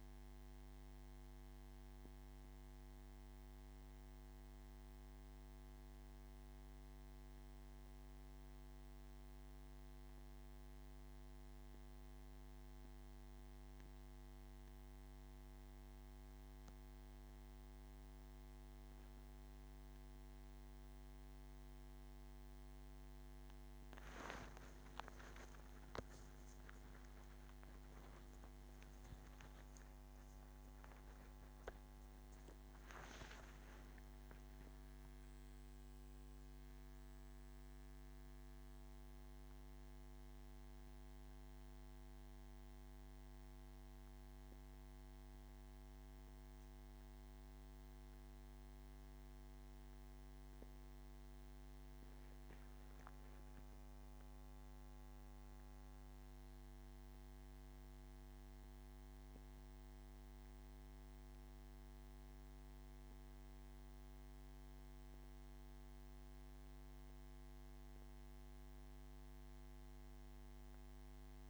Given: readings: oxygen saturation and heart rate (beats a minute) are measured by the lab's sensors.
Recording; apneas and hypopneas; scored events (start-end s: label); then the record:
a person awake in a sleep study, hard to hear, by a microphone on the trachea; none
none scored
From the record:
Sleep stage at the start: awake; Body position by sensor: on the back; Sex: male